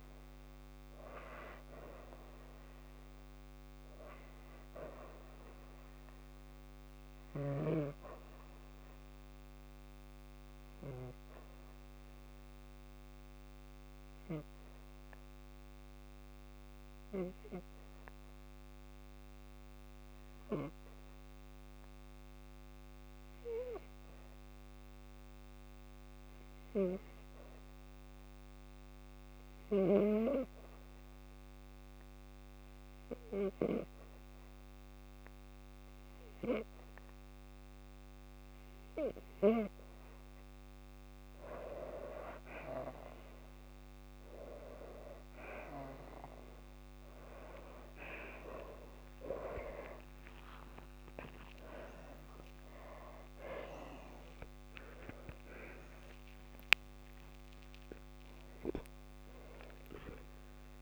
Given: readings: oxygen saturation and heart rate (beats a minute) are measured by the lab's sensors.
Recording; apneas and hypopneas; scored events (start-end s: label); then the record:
a person partly awake in a sleep study, by a microphone on the trachea; 1
10.00-37.50 s: obstructive apnea (oxygen 97% before, 91% lowest, heart rate 55 before, 51 extreme, up 3 after)
19.50-33.50 s: oxygen desaturation (device-marked, oxygen 94% before, 91% lowest, heart rate 52 before, 52 extreme)
37.50-60.82 s: new sleep stage, awake
48.50-50.50 s: long interval between heartbeats (device-marked, heart rate 54 before, 79 extreme)
From the record:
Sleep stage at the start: N2 (light sleep); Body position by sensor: on the back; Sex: female